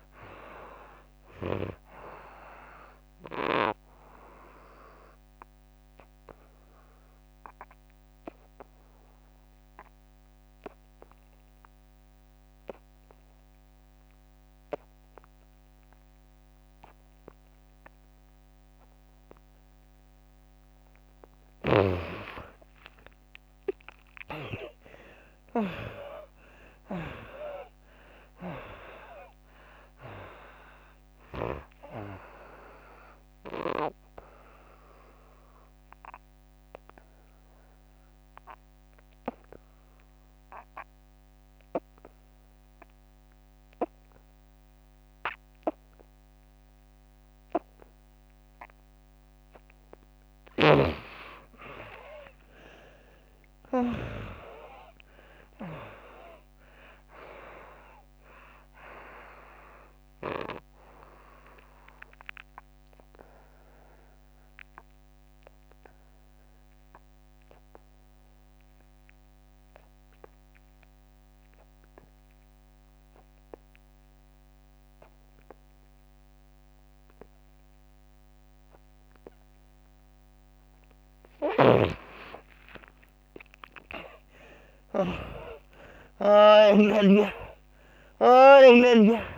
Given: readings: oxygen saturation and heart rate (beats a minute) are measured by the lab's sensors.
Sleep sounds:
breathing in sleep by a microphone on the trachea; 3
0.00-10.00 s: oxygen desaturation (device-marked, oxygen 77% lowest, heart rate 72 extreme)
3.50-20.00 s: obstructive apnea (oxygen 99% before, 75% lowest, heart rate 81 before, 72 extreme, up 17 after)
17.00-43.00 s: oxygen desaturation (device-marked, oxygen 97% before, 75% lowest, heart rate 90 before, 71 extreme)
22.00-25.00 s: arousal
33.50-49.50 s: obstructive apnea (oxygen 97% before, 71% lowest, heart rate 84 before, 71 extreme, up 35 after)
50.50-54.00 s: snoring (device-marked)
52.00-56.00 s: arousal
61.50-80.00 s: obstructive apnea (oxygen 98% before, 71% lowest, heart rate 85 before, 81 extreme, up 39 after)
62.00-75.00 s: oxygen desaturation (device-marked, oxygen 97% before, 78% lowest, heart rate 87 before, 81 extreme)
77.00-89.38 s: oxygen desaturation (device-marked, oxygen 98% before, 71% lowest, heart rate 95 before, 72 extreme)
81.00-88.50 s: snoring (device-marked)
82.00-86.50 s: arousal
From the record:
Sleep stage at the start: N2 (light sleep); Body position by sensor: on the right side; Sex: female

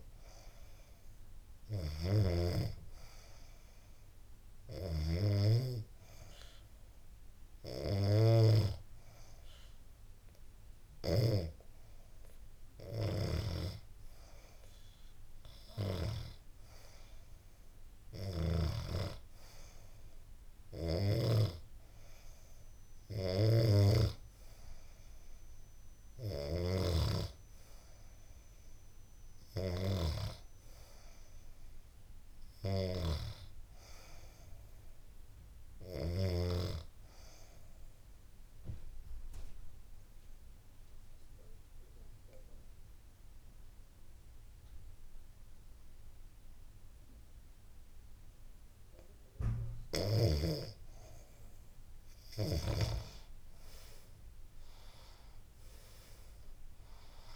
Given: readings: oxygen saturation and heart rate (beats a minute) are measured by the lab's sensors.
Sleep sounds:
breathing in sleep by a room microphone; 1
36.00-49.00 s: obstructive apnea (oxygen 94% before, 87% lowest, heart rate 77 before, 67 extreme, up 12 after)
52.00-57.36 s: arousal
52.50-57.36 s: oxygen desaturation (device-marked, oxygen 94% before, 87% lowest, heart rate 73 before, 73 extreme)
From the record:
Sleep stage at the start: N2 (light sleep); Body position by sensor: on the back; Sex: female

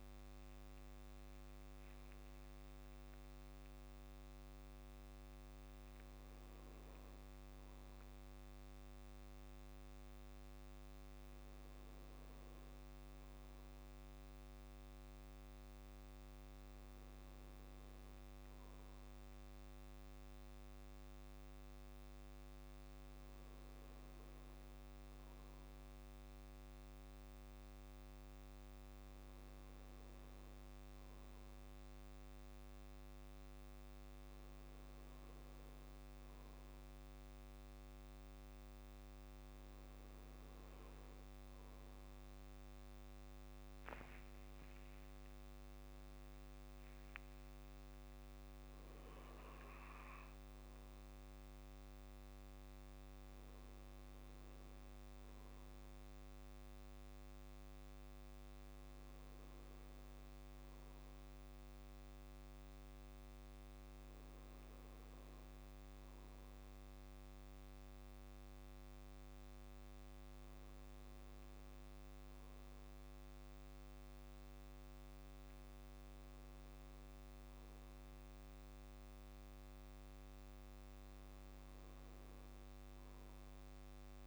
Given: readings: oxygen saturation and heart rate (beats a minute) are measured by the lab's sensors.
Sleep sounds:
breathing in sleep, hard to hear, by a microphone on the trachea; none
none scored
From the record:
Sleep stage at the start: N2 (light sleep); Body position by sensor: on the back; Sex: male

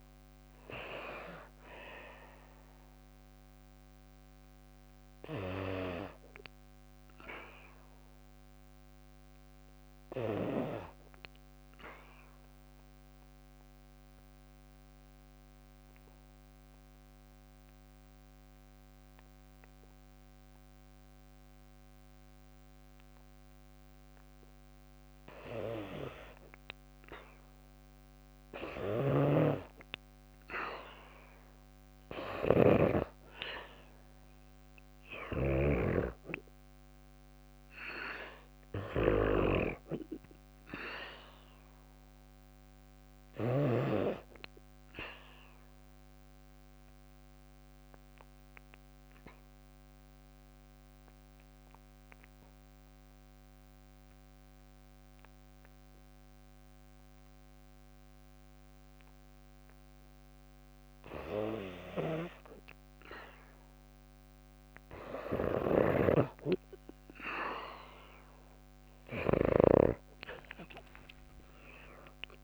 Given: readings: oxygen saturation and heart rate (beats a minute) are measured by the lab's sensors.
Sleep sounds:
breathing in sleep by a microphone on the trachea; 2
0.00-14.00 s: oxygen desaturation (device-marked, oxygen 81% lowest, heart rate 55 extreme)
10.50-23.50 s: obstructive apnea (oxygen 93% before, 82% lowest, heart rate 62 before, 55 extreme, up 1 after)
27.00-31.00 s: arousal
28.00-43.00 s: snoring (device-marked)
35.00-53.00 s: oxygen desaturation (device-marked, oxygen 97% before, 91% lowest, heart rate 57 before, 55 extreme)
44.00-59.00 s: obstructive apnea (oxygen 99% before, 87% lowest, heart rate 58 before, 55 extreme, up 0 after)
67.00-70.50 s: arousal
71.00-72.44 s: oxygen desaturation (device-marked, oxygen 96% before, 91% lowest, heart rate 57 before, 54 extreme)
From the record:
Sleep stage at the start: N2 (light sleep); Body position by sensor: on the back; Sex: female

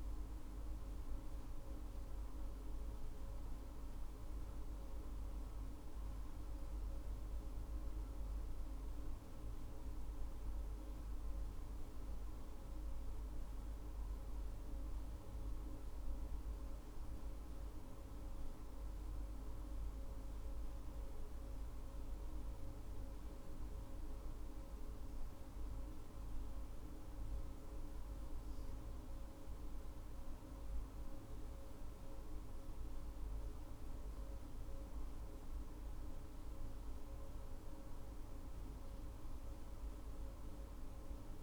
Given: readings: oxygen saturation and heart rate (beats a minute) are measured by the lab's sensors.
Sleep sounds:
breathing in sleep, hard to hear, by a room microphone; none
35.00-39.50 s: arousal
From the record:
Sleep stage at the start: N2 (light sleep); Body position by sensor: on the right side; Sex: female

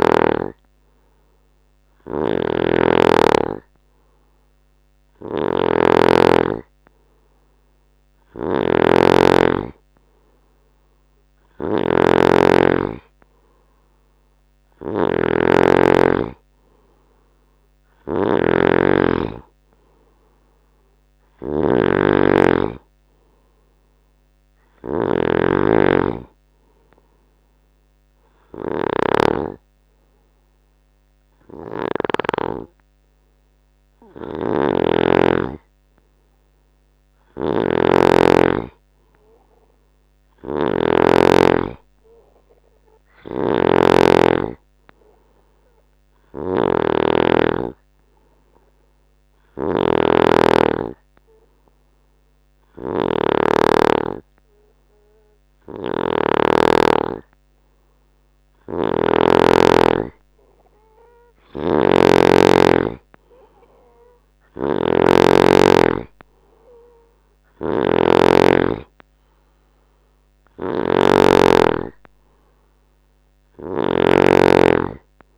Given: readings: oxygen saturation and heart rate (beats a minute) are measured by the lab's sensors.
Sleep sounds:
breathing in sleep by a microphone on the trachea; 1
0.00-33.00 s: snoring (device-marked)
37.50-65.50 s: snoring (device-marked)
51.50-62.50 s: hypopnea (oxygen 95% before, 92% lowest, heart rate 73 before, 72 extreme, up 4 after)
64.50-67.50 s: arousal
67.50-75.38 s: snoring (device-marked)
From the record:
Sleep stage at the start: N2 (light sleep); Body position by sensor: on the right side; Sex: male

